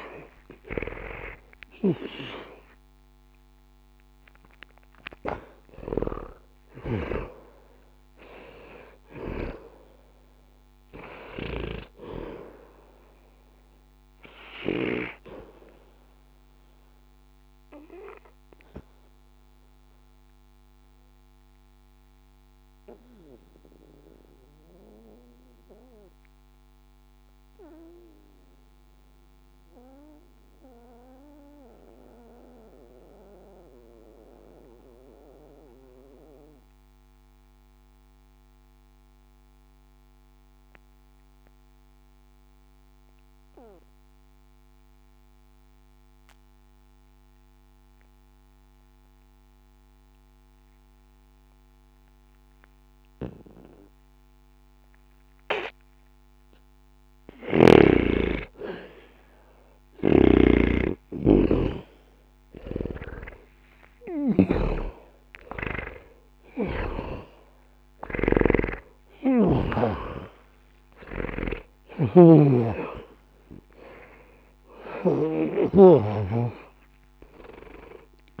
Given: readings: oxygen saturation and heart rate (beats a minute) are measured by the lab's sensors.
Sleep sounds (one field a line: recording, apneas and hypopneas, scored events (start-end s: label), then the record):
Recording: breathing in sleep by a microphone on the trachea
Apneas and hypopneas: 1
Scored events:
0.00-38.50 s: oxygen desaturation (device-marked, oxygen 77% lowest, heart rate 60 extreme)
18.50-56.00 s: obstructive apnea (oxygen 96% before, 77% lowest, heart rate 65 before, 60 extreme, up 0 after)
54.50-78.40 s: oxygen desaturation (device-marked, oxygen 99% before, 79% lowest, heart rate 60 before, 59 extreme)
59.50-78.40 s: snoring (device-marked)
61.50-67.00 s: arousal
From the record:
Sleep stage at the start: N2 (light sleep)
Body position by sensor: on the back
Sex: male